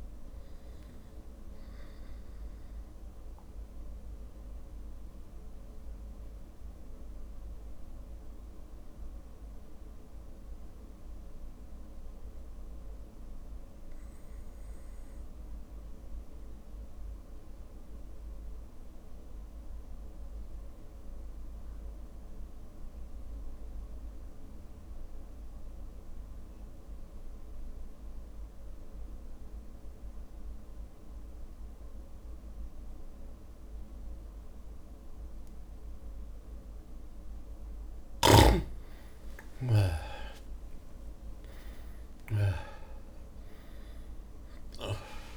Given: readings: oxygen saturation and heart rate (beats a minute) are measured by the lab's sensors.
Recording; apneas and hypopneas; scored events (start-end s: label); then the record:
breathing in sleep by a room microphone; 1
1.50-23.50 s: oxygen desaturation (device-marked, oxygen 99% before, 93% lowest)
3.00-36.50 s: mixed apnea (oxygen 99% before, 89% lowest)
9.50 s: drop in pulse transit time (device-marked)
12.50-19.50 s: drop in pulse transit time (device-marked)
14.50-16.50 s: long interval between heartbeats (device-marked)
28.50-30.50 s: long interval between heartbeats (device-marked, heart rate 33 before, 32 extreme)
28.50-38.50 s: drop in pulse transit time (device-marked)
30.50-32.50 s: long interval between heartbeats (device-marked, heart rate 34 before, 44 extreme)
32.50-34.50 s: long interval between heartbeats (device-marked, heart rate 36 before, 40 extreme)
39.00-41.00 s: long interval between heartbeats (device-marked, heart rate 33 before, 29 extreme)
39.00-44.50 s: arousal
41.00-43.00 s: long interval between heartbeats (device-marked, heart rate 32 before, 37 extreme)
42.50-45.37 s: oxygen desaturation (device-marked, oxygen 99% before, 89% lowest)
43.00-45.00 s: long interval between heartbeats (device-marked, heart rate 33 before, 60 extreme)
From the record:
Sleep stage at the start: N2 (light sleep); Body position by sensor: on the back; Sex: male